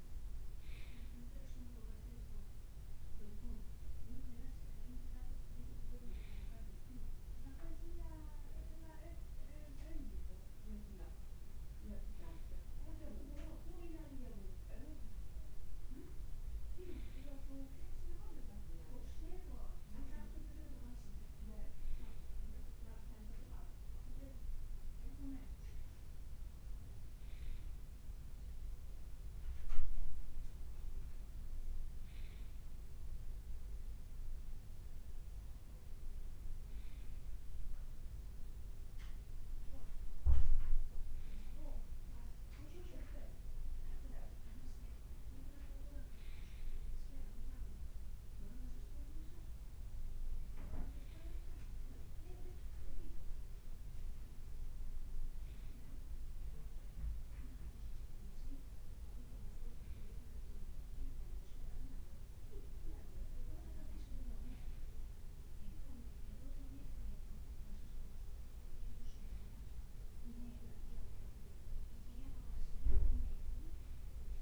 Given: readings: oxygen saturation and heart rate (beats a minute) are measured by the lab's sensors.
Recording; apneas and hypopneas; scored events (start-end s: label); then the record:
breathing in sleep by a room microphone; none
none scored
From the record:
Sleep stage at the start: N1 (lightest sleep); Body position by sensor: on the back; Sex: male